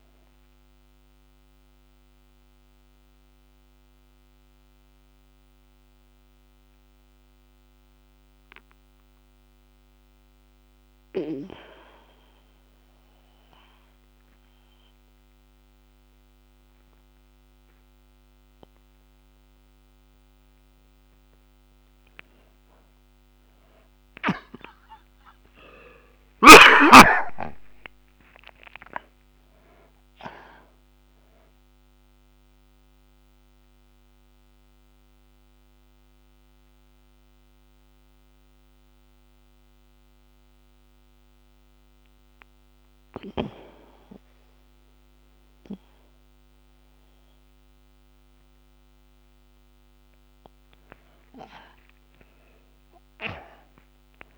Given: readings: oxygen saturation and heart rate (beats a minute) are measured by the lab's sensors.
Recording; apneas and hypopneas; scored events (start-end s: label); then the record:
breathing in sleep by a microphone on the trachea; 2
0.00-12.50 s: oxygen desaturation (device-marked, oxygen 75% lowest)
0.50-20.50 s: mixed apnea (oxygen 92% before, 75% lowest)
23.00-28.00 s: arousal
27.50-34.50 s: oxygen desaturation (device-marked, oxygen 98% before, 91% lowest)
33.50-49.50 s: mixed apnea (oxygen 98% before, 76% lowest)
36.50-52.50 s: oxygen desaturation (device-marked, oxygen 96% before, 79% lowest)
51.50-54.38 s: arousal
From the record:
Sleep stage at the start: N2 (light sleep); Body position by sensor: on the back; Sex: male